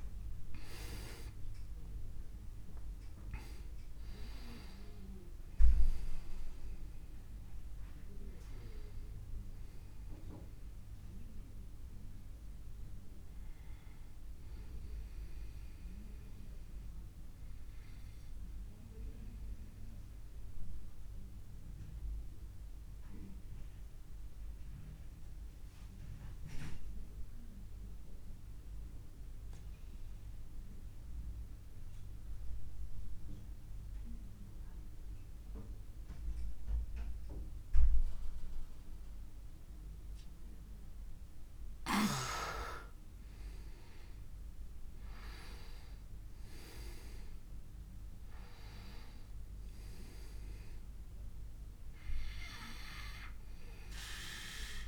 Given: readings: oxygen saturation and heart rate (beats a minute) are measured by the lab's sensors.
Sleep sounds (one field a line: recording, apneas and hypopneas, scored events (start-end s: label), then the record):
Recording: breathing in sleep by a room microphone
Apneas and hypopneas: 1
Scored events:
0.00-1.50 s: arousal
0.00-35.00 s: oxygen desaturation (device-marked, oxygen 88% lowest)
15.50-41.00 s: obstructive apnea (oxygen 99% before, 88% lowest)
43.50-47.50 s: arousal
50.00-54.88 s: oxygen desaturation (device-marked, oxygen 99% before, 93% lowest)
From the record:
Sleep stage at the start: N2 (light sleep)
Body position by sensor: on the back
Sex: male